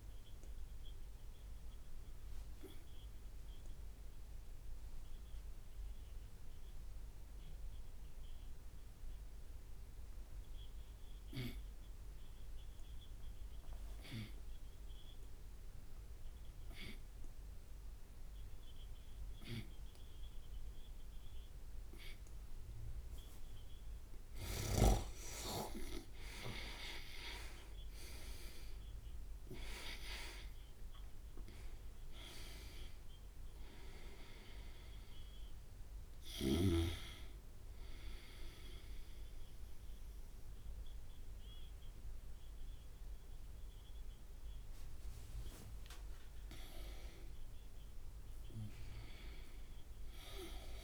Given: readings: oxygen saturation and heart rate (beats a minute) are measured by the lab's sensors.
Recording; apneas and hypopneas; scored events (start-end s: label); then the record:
breathing in sleep by a room microphone; 1
0.00-14.00 s: oxygen desaturation (device-marked, oxygen 92% lowest)
1.00-23.50 s: obstructive apnea (oxygen 99% before, 89% lowest)
23.00-39.00 s: oxygen desaturation (device-marked, oxygen 97% before, 92% lowest)
25.50-30.00 s: arousal
46.50-50.50 s: arousal
47.00-50.84 s: oxygen desaturation (device-marked, oxygen 93% before, 89% lowest)
From the record:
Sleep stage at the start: N2 (light sleep); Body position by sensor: on the right side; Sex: male